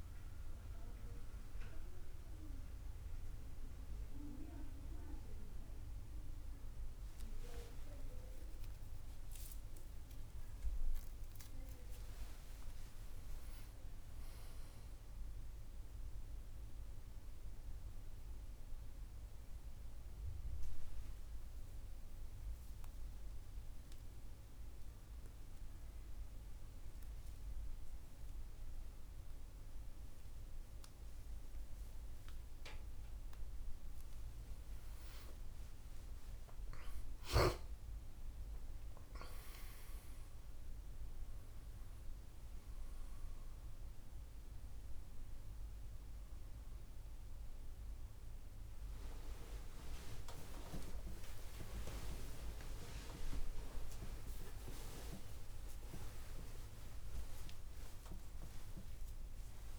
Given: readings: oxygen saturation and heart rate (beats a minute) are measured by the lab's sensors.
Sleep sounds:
a person awake in a sleep study, by a room microphone; none
19.00-27.00 s: oxygen desaturation (device-marked, oxygen 98% before, 94% lowest, heart rate 78 before, 78 extreme)
37.00-50.00 s: oxygen desaturation (device-marked, oxygen 96% before, 90% lowest, heart rate 101 before, 78 extreme)
From the record:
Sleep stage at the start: awake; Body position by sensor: on the back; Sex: male

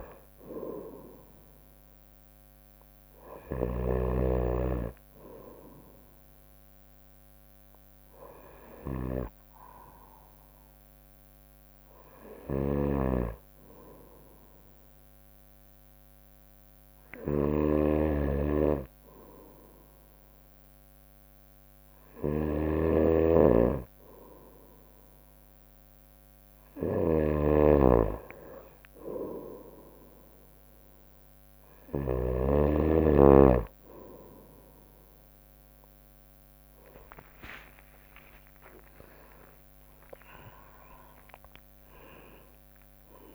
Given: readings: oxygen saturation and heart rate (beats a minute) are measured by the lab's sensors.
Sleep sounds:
breathing in sleep by a microphone on the trachea; 1
0.00-11.50 s: drop in pulse transit time (device-marked, heart rate 60 extreme)
0.00-32.00 s: snoring (device-marked)
12.00-26.00 s: obstructive apnea (oxygen 96% before, 93% lowest, heart rate 61 before, 61 extreme, up 2 after)
36.50-41.50 s: arousal
37.00-39.00 s: long interval between heartbeats (device-marked, heart rate 62 before, 77 extreme)
39.50-43.35 s: drop in pulse transit time (device-marked, heart rate 66 before, 63 extreme)
From the record:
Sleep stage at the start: N2 (light sleep); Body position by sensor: on the right side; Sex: female

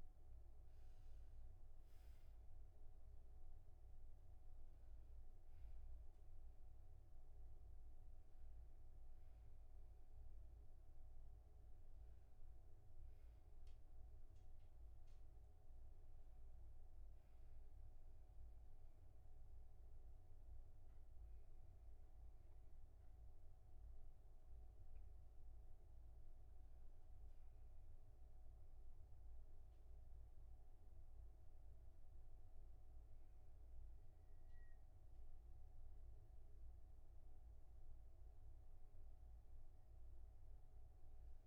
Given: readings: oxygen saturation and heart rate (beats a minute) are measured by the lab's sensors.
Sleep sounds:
a person awake in a sleep study, hard to hear, by a room microphone; none
0.00-19.00 s: oxygen desaturation (device-marked, oxygen 83% lowest, heart rate 43 extreme)
2.00-41.47 s: new sleep stage, awake
From the record:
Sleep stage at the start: N2 (light sleep); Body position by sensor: on the back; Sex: male

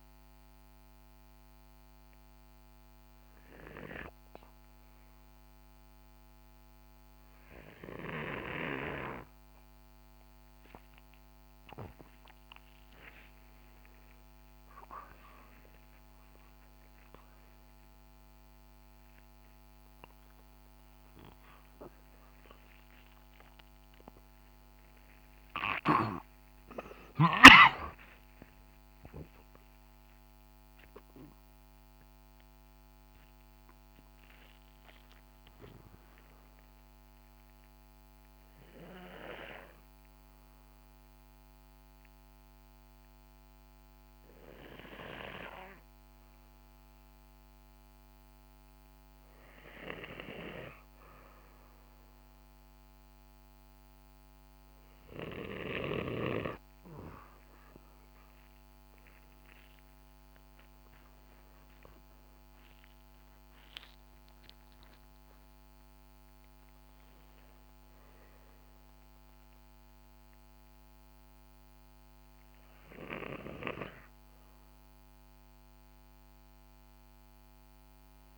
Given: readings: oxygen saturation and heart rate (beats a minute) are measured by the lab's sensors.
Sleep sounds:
breathing in sleep by a microphone on the trachea; 2
0.50-11.50 s: hypopnea (oxygen 95% before, 93% lowest, heart rate 73 before, 60 extreme, up 24 after)
13.00-17.50 s: arousal
19.00-30.00 s: oxygen desaturation (device-marked, oxygen 96% before, 93% lowest, heart rate 67 before, 56 extreme)
31.50-36.00 s: arousal
38.50-54.50 s: hypopnea (oxygen 96% before, 94% lowest, heart rate 99 before, 56 extreme, up 22 after)
58.50-62.00 s: arousal
From the record:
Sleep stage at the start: N2 (light sleep); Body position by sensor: on the right side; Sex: male

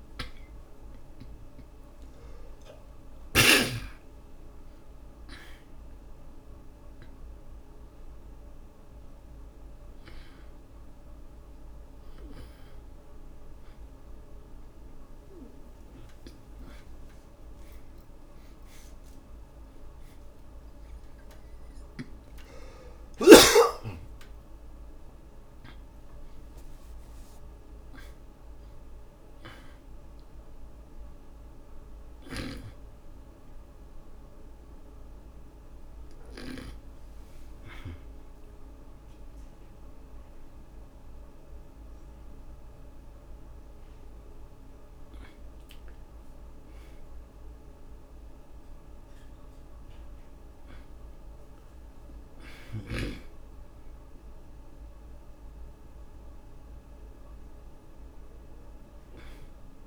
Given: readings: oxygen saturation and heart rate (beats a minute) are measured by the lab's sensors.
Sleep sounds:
breathing in sleep by a room microphone; none
15.50-19.50 s: oxygen desaturation (device-marked, oxygen 94% before, 90% lowest, heart rate 75 before, 60 extreme)
24.50-29.00 s: arousal
26.50-42.50 s: oxygen desaturation (device-marked, oxygen 93% before, 85% lowest, heart rate 75 before, 48 extreme)
32.00-37.00 s: snoring (device-marked)
52.50-59.86 s: oxygen desaturation (device-marked, oxygen 94% before, 86% lowest, heart rate 67 before, 56 extreme)
From the record:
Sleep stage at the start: N2 (light sleep); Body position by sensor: on the back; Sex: male

